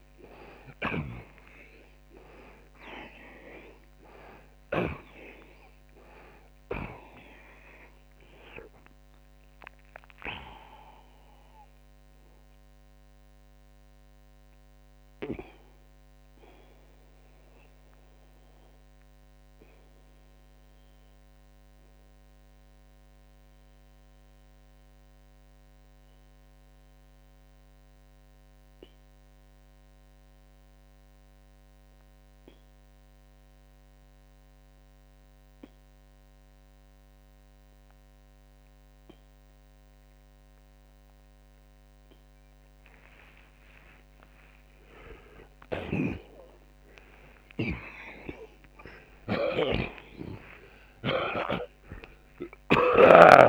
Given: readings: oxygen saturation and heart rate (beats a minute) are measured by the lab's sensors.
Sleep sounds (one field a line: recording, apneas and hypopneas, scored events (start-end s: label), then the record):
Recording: breathing in sleep by a microphone on the trachea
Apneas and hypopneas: 1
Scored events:
0.00-1.00 s: arousal
0.00-4.50 s: snoring (device-marked)
15.00-44.00 s: mixed apnea (oxygen 94% before, 76% lowest)
16.00-43.00 s: oxygen desaturation (device-marked, oxygen 91% before, 78% lowest)
43.00-53.49 s: new sleep stage, N2 (light sleep)
45.50-52.50 s: snoring (device-marked)
46.00-50.00 s: arousal
From the record:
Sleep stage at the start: REM sleep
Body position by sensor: on the back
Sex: male